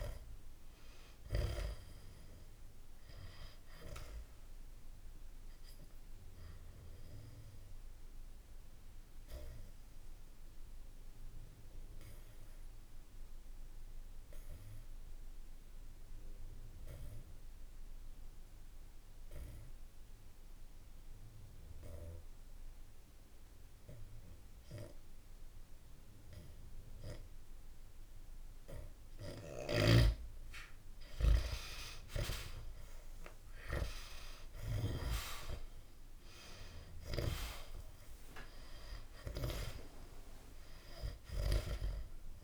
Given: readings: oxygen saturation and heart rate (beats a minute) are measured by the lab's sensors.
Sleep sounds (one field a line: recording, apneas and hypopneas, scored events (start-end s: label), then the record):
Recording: breathing in sleep by a room microphone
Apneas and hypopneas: 1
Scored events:
0.00-14.00 s: oxygen desaturation (device-marked, oxygen 91% lowest, heart rate 64 extreme)
3.50-30.50 s: obstructive apnea (oxygen 97% before, 90% lowest, heart rate 67 before, 64 extreme, up 3 after)
29.50-35.00 s: snoring (device-marked)
32.00-36.00 s: arousal
36.00-42.44 s: oxygen desaturation (device-marked, oxygen 98% before, 90% lowest, heart rate 65 before, 63 extreme)
From the record:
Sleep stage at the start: N2 (light sleep)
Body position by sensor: on the back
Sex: male